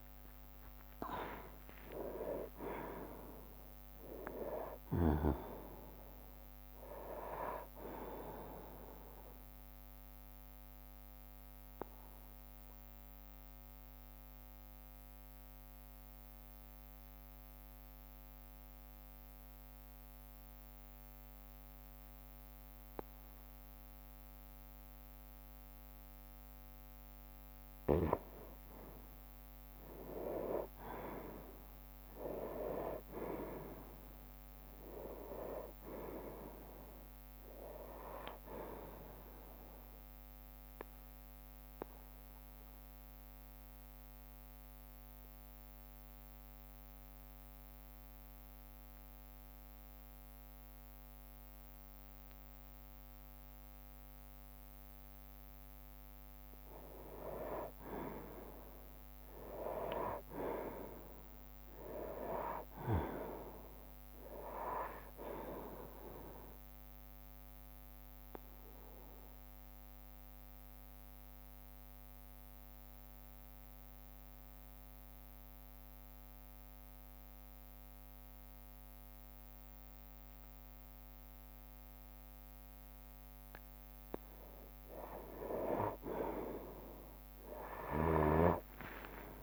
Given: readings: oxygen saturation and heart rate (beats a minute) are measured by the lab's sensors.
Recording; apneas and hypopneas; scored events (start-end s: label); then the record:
breathing in sleep by a microphone on the trachea; 3
0.00-9.00 s: drop in pulse transit time (device-marked, heart rate 65 extreme)
0.00-12.00 s: oxygen desaturation (device-marked, oxygen 97% before, 92% lowest, heart rate 62 before, 55 extreme)
5.00-7.00 s: long interval between heartbeats (device-marked, heart rate 66 before, 72 extreme)
7.50-9.50 s: long interval between heartbeats (device-marked, heart rate 68 before, 76 extreme)
10.00-13.00 s: bradycardia (device-marked, heart rate 67 before, 63 extreme)
10.00-27.00 s: obstructive apnea (oxygen 97% before, 91% lowest, heart rate 70 before, 55 extreme, up 2 after)
17.00-27.00 s: bradycardia (device-marked, heart rate 67 before, 58 extreme)
28.00-33.00 s: bradycardia (device-marked, heart rate 67 before, 55 extreme)
29.00-34.50 s: arousal
34.00-48.00 s: drop in pulse transit time (device-marked, heart rate 59 before, 57 extreme)
35.00-57.00 s: oxygen desaturation (device-marked, oxygen 98% before, 91% lowest, heart rate 59 before, 57 extreme)
40.00-55.00 s: obstructive apnea (oxygen 98% before, 91% lowest, heart rate 60 before, 57 extreme, up 6 after)
43.00-57.00 s: bradycardia (device-marked, heart rate 67 before, 57 extreme)
58.00-62.50 s: arousal
63.00-73.00 s: drop in pulse transit time (device-marked, heart rate 59 before, 62 extreme)
67.50-84.50 s: obstructive apnea (oxygen 97% before, 90% lowest, heart rate 60 before, 57 extreme, up 11 after)
69.00-85.00 s: oxygen desaturation (device-marked, oxygen 97% before, 92% lowest, heart rate 61 before, 57 extreme)
72.00-83.00 s: bradycardia (device-marked, heart rate 67 before, 57 extreme)
88.00-89.43 s: arousal
88.00-89.43 s: drop in pulse transit time (device-marked, heart rate 60 before, 63 extreme)
From the record:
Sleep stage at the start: N2 (light sleep); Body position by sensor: on the right side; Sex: male